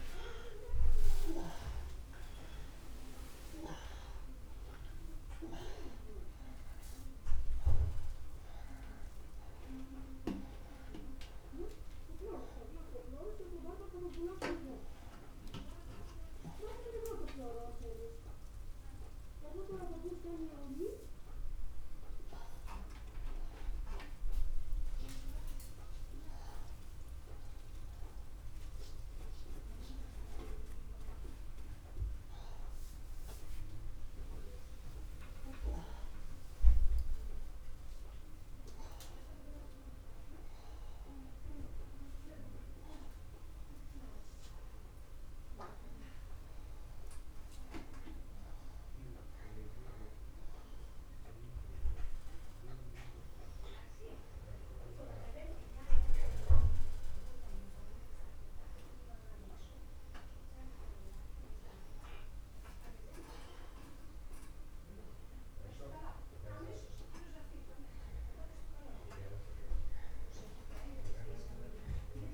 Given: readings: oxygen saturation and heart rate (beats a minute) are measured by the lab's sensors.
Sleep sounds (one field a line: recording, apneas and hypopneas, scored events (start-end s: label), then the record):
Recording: a person awake in a sleep study, by a room microphone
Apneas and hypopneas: none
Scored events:
46.50-72.33 s: new sleep stage, N2 (light sleep)
From the record:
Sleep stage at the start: awake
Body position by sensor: upright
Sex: male